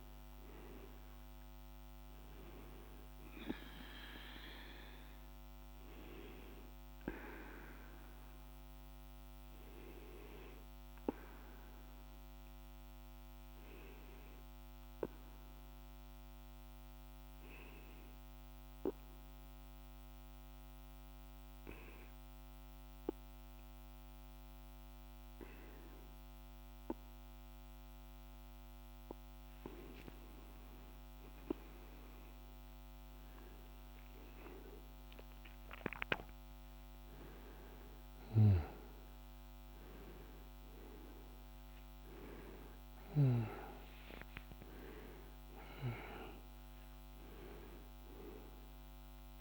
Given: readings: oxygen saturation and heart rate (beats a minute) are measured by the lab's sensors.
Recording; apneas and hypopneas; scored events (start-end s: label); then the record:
breathing in sleep by a microphone on the trachea; 1
0.00-16.50 s: oxygen desaturation (device-marked, oxygen 93% lowest, heart rate 46 extreme)
8.50-30.00 s: obstructive apnea (oxygen 99% before, 93% lowest, heart rate 50 before, 46 extreme, up 8 after)
31.50-35.00 s: arousal
32.50-49.41 s: new sleep stage, N1 (lightest sleep)
37.50-49.41 s: oxygen desaturation (device-marked, oxygen 97% before, 93% lowest, heart rate 49 before, 49 extreme)
From the record:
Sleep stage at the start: N2 (light sleep); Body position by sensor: on the back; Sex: male